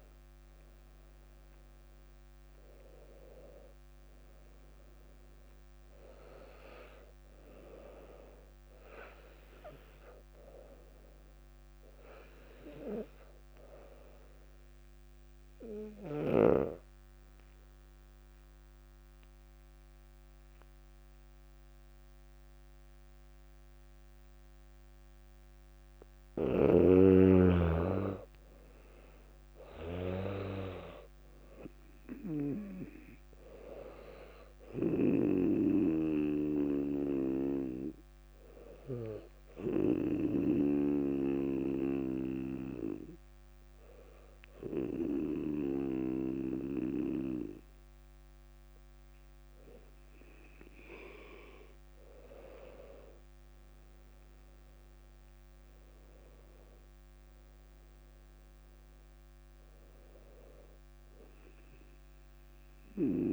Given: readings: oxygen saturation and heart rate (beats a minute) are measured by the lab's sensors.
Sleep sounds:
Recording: breathing in sleep by a microphone on the trachea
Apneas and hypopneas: 2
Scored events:
15.50-26.00 s: obstructive apnea (oxygen 98% before, 94% lowest, heart rate 62 before, 60 extreme, up 5 after)
28.00-32.00 s: arousal
32.50-50.50 s: oxygen desaturation (device-marked, oxygen 99% before, 94% lowest, heart rate 61 before, 58 extreme)
38.00-50.00 s: obstructive apnea (oxygen 99% before, 94% lowest, heart rate 62 before, 58 extreme, up 3 after)
53.50-59.00 s: arousal
From the record:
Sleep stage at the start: N2 (light sleep)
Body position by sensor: on the back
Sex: female

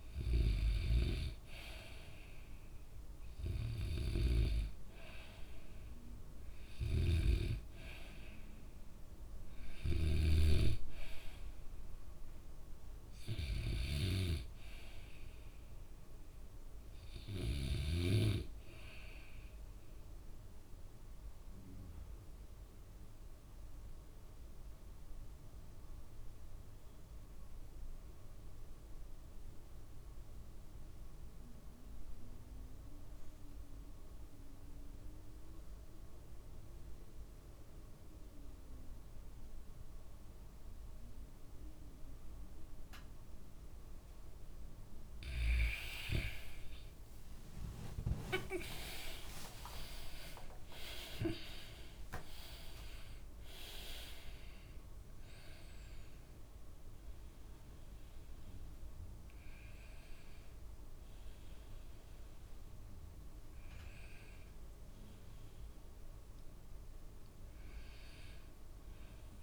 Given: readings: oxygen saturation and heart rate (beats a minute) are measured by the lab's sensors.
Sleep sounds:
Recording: breathing in sleep by a room microphone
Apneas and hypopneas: 1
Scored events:
1.00-13.00 s: oxygen desaturation (device-marked, oxygen 96% before, 92% lowest, heart rate 60 before, 56 extreme)
4.00-18.50 s: snoring (device-marked)
21.00-45.50 s: obstructive apnea (oxygen 96% before, 88% lowest, heart rate 67 before, 56 extreme, up 57 after)
41.00-63.00 s: oxygen desaturation (device-marked, oxygen 96% before, 88% lowest, heart rate 61 before, 65 extreme)
47.00-50.50 s: arousal
47.00-53.00 s: tachycardia (device-marked, heart rate 65 before, 119 extreme)
65.00-69.43 s: oxygen desaturation (device-marked, oxygen 91% before, 88% lowest, heart rate 88 before, 63 extreme)
From the record:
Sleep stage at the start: REM sleep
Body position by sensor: on the back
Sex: male

